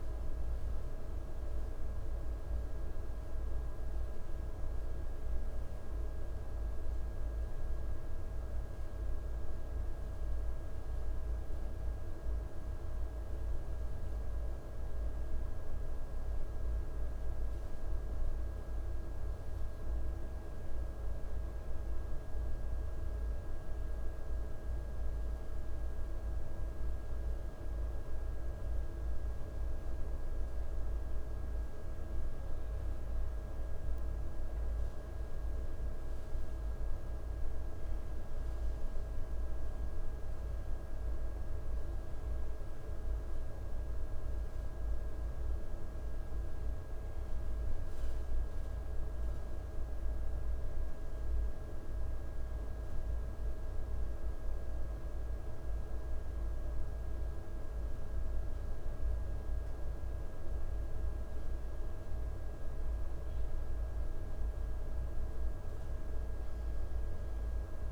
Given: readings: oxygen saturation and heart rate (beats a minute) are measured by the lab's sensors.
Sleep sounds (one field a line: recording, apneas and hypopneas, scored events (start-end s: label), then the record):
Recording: breathing in sleep, hard to hear, by a room microphone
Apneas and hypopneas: none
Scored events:
none scored
From the record:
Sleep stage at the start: N2 (light sleep)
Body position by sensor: on the right side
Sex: male